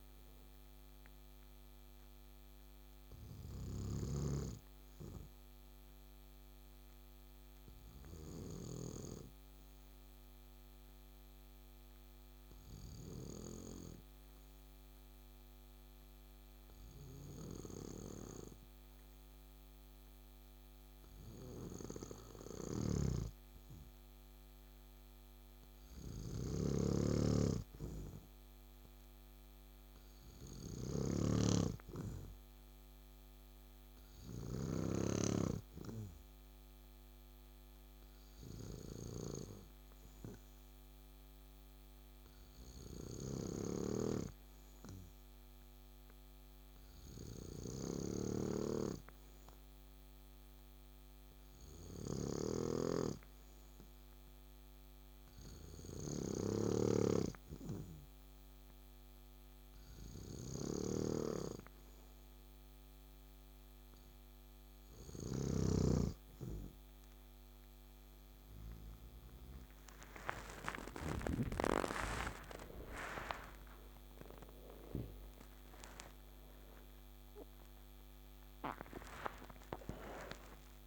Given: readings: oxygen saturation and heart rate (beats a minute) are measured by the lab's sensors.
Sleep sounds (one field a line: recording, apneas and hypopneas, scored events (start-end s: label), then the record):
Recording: breathing in sleep by a microphone on the trachea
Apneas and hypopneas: 1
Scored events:
0.00-4.00 s: snoring (device-marked)
0.00-12.50 s: oxygen desaturation (device-marked, oxygen 93% lowest, heart rate 58 extreme)
3.50-65.50 s: obstructive apnea (oxygen 97% before, 93% lowest, heart rate 67 before, 58 extreme, up 10 after)
22.00-34.50 s: snoring (device-marked)
51.50-65.50 s: snoring (device-marked)
61.50-80.87 s: new sleep stage, awake
From the record:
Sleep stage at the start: N2 (light sleep)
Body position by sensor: on the back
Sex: male